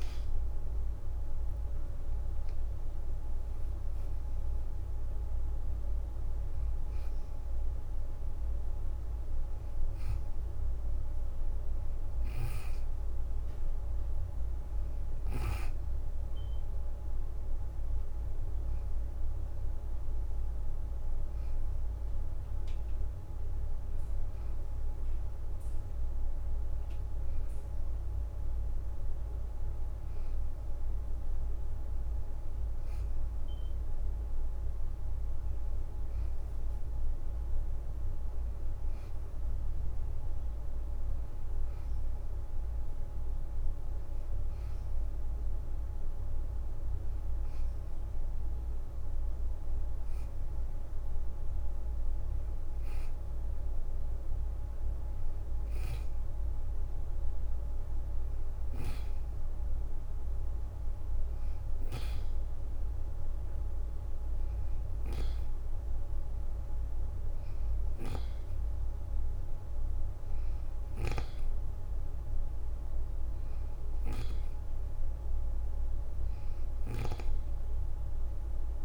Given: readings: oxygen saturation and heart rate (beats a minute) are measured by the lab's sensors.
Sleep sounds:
breathing in sleep, hard to hear, by a room microphone; none
0.00-15.00 s: oxygen desaturation (device-marked, oxygen 87% lowest, heart rate 40 extreme)
0.50-5.50 s: arousal
17.00-47.00 s: new sleep stage, N1 (lightest sleep)
21.50-22.50 s: leg movement (device-marked)
26.00-27.00 s: leg movement (device-marked)
28.50-32.00 s: leg movement (device-marked)
38.00-40.50 s: leg movement (device-marked)
42.00-45.00 s: leg movement (device-marked)
47.00-78.85 s: new sleep stage, N2 (light sleep)
From the record:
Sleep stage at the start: N2 (light sleep); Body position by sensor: on the back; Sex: female

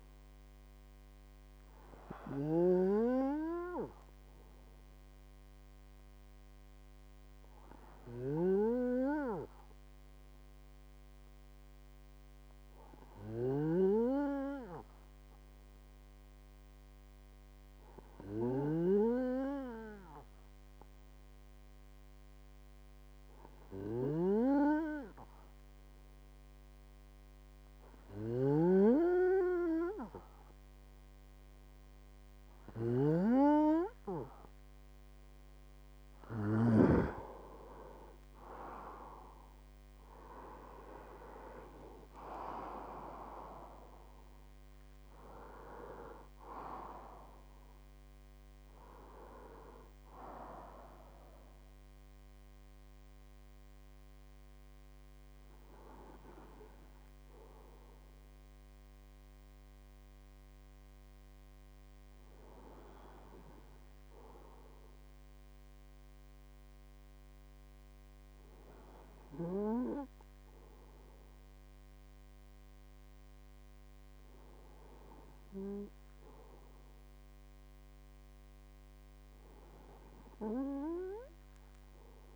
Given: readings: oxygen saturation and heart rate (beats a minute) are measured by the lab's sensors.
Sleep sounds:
breathing in sleep by a microphone on the trachea; 1
6.00-33.00 s: hypopnea (oxygen 98% before, 94% lowest, heart rate 68 before, 49 extreme, up 6 after)
28.00-37.00 s: snoring (device-marked)
39.00-42.50 s: arousal
From the record:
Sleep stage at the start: N2 (light sleep); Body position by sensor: on the right side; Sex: male

